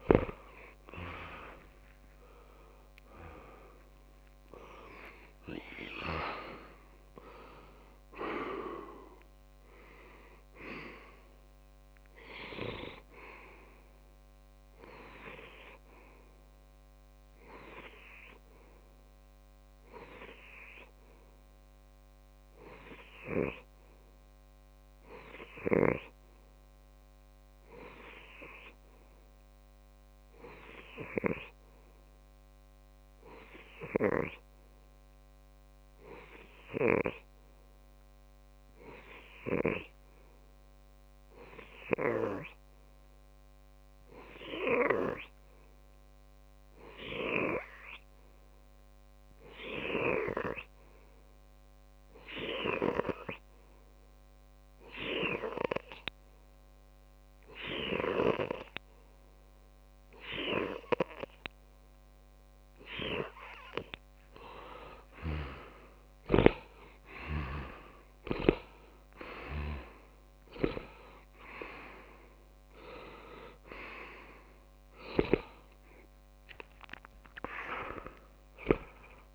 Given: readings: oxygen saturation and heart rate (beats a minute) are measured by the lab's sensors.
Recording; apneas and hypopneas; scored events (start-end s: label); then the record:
breathing in sleep by a microphone on the trachea; 1
0.00-2.00 s: arousal
28.00-61.00 s: hypopnea (oxygen 95% before, 95% lowest)
34.50-36.50 s: long interval between heartbeats (device-marked)
66.50-70.50 s: arousal
From the record:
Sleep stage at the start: N2 (light sleep); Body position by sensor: on the left side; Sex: male